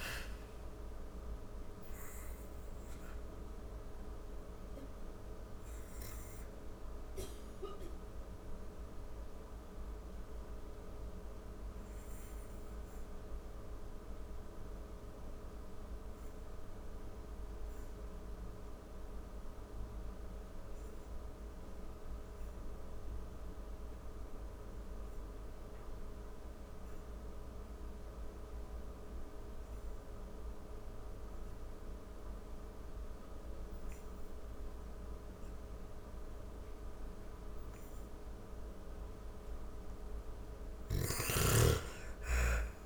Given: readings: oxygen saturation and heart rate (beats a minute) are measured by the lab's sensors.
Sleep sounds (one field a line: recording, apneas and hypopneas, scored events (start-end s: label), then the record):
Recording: breathing in sleep, hard to hear, by a room microphone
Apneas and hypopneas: 1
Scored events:
0.00-17.00 s: oxygen desaturation (device-marked, oxygen 75% lowest, heart rate 46 extreme)
2.00-38.00 s: obstructive apnea (oxygen 97% before, 75% lowest)
32.00-42.86 s: oxygen desaturation (device-marked, oxygen 98% before, 77% lowest)
39.50-42.86 s: snoring (device-marked)
40.50-42.86 s: arousal
From the record:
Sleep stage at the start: N2 (light sleep)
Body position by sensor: on the back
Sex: female